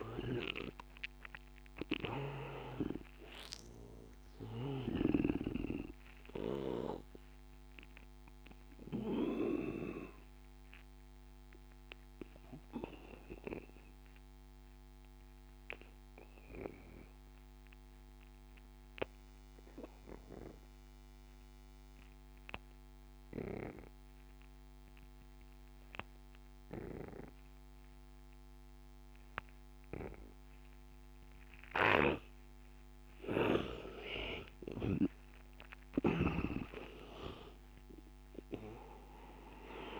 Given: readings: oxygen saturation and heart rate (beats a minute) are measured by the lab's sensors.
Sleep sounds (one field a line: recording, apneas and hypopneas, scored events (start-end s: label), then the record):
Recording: breathing in sleep by a microphone on the trachea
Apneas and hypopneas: 1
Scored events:
0.00-19.00 s: oxygen desaturation (device-marked, oxygen 85% lowest, heart rate 82 extreme)
8.00-33.00 s: obstructive apnea (oxygen 100% before, 83% lowest, heart rate 86 before, 82 extreme, up 8 after)
30.00-40.00 s: oxygen desaturation (device-marked, oxygen 99% before, 83% lowest, heart rate 88 before, 78 extreme)
35.50-39.50 s: arousal
From the record:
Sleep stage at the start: N2 (light sleep)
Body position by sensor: on the back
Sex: male